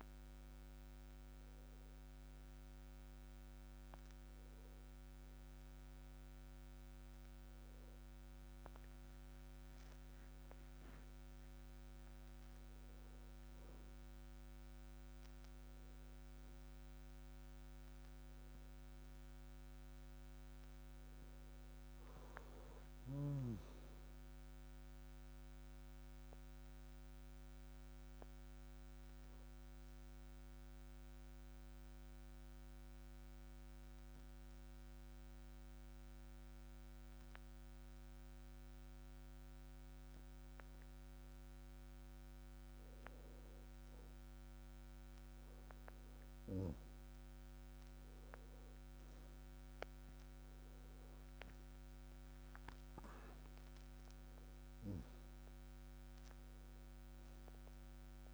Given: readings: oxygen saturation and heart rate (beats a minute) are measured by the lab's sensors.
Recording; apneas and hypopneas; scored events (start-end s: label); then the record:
breathing in sleep, hard to hear, by a microphone on the trachea; 1
0.00-17.50 s: oxygen desaturation (device-marked, oxygen 90% lowest)
21.50-26.00 s: arousal
28.50-43.00 s: mixed apnea (oxygen 96% before, 92% lowest)
52.00-56.00 s: arousal
53.50-58.34 s: oxygen desaturation (device-marked, oxygen 97% before, 92% lowest)
From the record:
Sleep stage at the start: N1 (lightest sleep); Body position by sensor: on the back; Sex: male